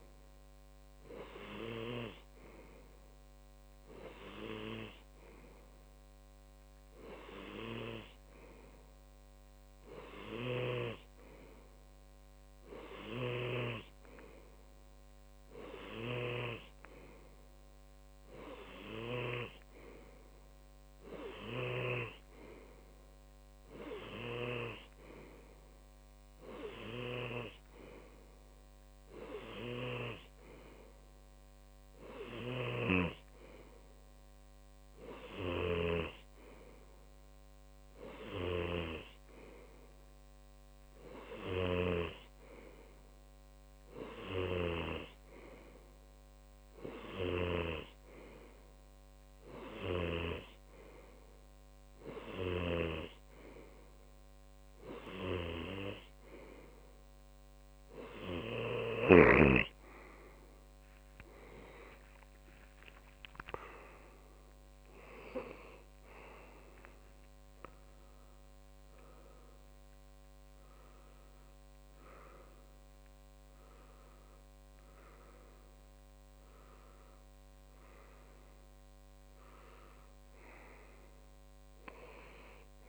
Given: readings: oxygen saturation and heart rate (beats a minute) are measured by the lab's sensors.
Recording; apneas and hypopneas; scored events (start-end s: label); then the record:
breathing in sleep by a microphone on the trachea; none
61.50-66.50 s: arousal
From the record:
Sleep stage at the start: N2 (light sleep); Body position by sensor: on the left side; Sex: male